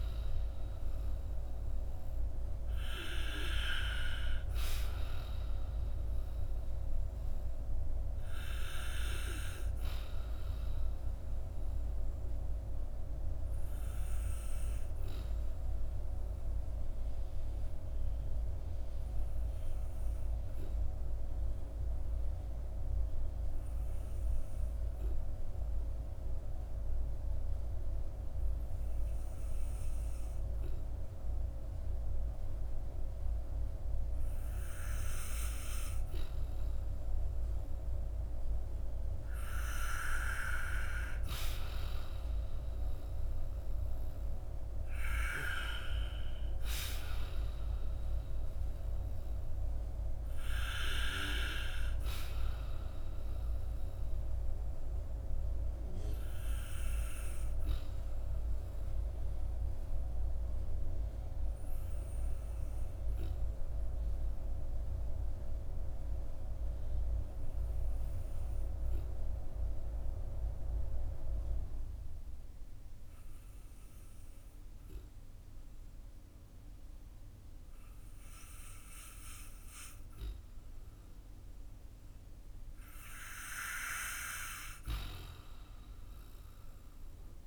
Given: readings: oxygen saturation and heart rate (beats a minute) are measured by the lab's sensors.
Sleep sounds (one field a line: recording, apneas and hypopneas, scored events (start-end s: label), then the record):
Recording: breathing in sleep by a room microphone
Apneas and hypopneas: 2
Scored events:
0.00-3.50 s: arousal
14.00-38.50 s: obstructive apnea (oxygen 95% before, 90% lowest, heart rate 56 before, 48 extreme, up 7 after)
42.00-45.50 s: arousal
43.00-75.00 s: oxygen desaturation (device-marked, oxygen 95% before, 90% lowest, heart rate 54 before, 49 extreme)
57.00-82.50 s: obstructive apnea (oxygen 96% before, 90% lowest, heart rate 58 before, 49 extreme, up 6 after)
85.00-87.47 s: arousal
From the record:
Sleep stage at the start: N2 (light sleep)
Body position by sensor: on the back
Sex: male